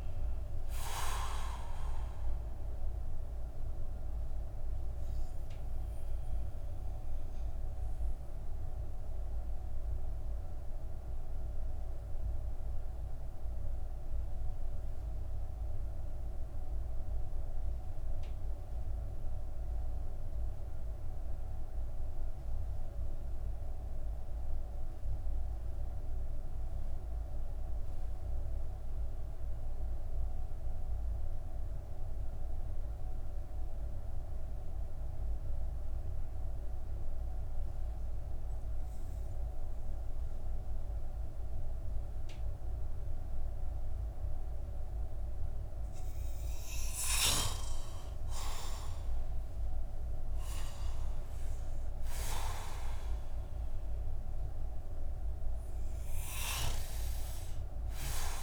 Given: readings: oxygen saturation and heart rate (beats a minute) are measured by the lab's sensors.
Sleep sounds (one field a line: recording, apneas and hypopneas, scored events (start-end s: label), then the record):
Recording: breathing in sleep by a room microphone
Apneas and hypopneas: 1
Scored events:
3.00-46.00 s: obstructive apnea (oxygen 97% before, 88% lowest)
15.00-25.00 s: oxygen desaturation (device-marked, oxygen 94% before, 89% lowest)
41.00-52.00 s: oxygen desaturation (device-marked, oxygen 98% before, 94% lowest)
47.00-51.00 s: arousal
From the record:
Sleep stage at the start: N2 (light sleep)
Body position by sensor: on the back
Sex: male